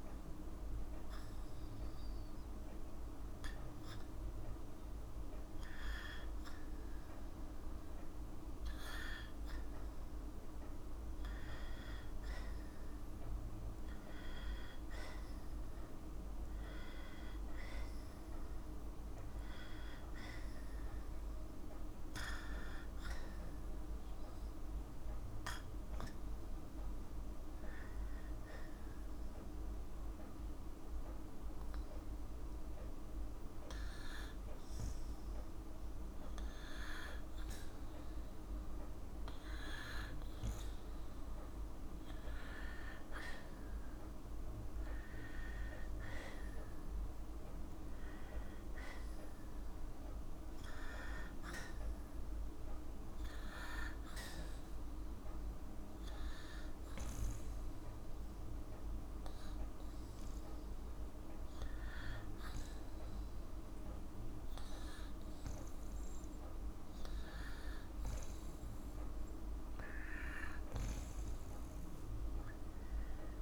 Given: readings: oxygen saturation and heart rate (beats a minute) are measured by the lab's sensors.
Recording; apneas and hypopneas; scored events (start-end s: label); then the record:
breathing in sleep, hard to hear, by a room microphone; none
none scored
From the record:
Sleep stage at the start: N2 (light sleep); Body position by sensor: on the right side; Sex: female